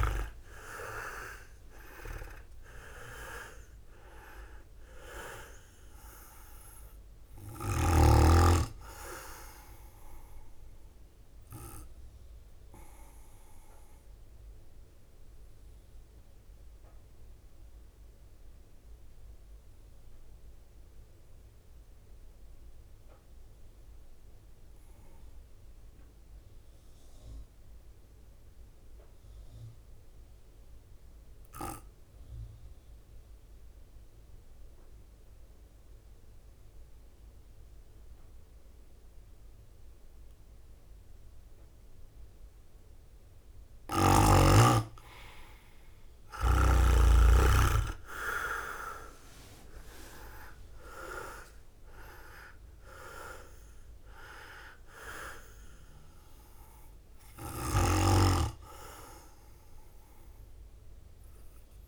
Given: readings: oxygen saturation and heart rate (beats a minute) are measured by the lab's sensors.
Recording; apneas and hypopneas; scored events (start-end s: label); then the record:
breathing in sleep by a room microphone; 1
0.00-1.50 s: long interval between heartbeats (device-marked, heart rate 69 extreme)
0.00-3.00 s: leg movement (device-marked)
0.00-14.50 s: drop in pulse transit time (device-marked, heart rate 56 extreme)
14.00-43.00 s: mixed apnea (oxygen 99% before, 94% lowest, heart rate 64 before, 52 extreme, up 14 after)
29.50-36.50 s: oxygen desaturation (device-marked, oxygen 98% before, 94% lowest, heart rate 54 before, 52 extreme)
46.00-50.00 s: arousal
47.50-51.00 s: leg movement (device-marked)
47.50-61.87 s: drop in pulse transit time (device-marked, heart rate 54 before, 55 extreme)
From the record:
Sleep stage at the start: N2 (light sleep); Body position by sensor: on the right side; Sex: male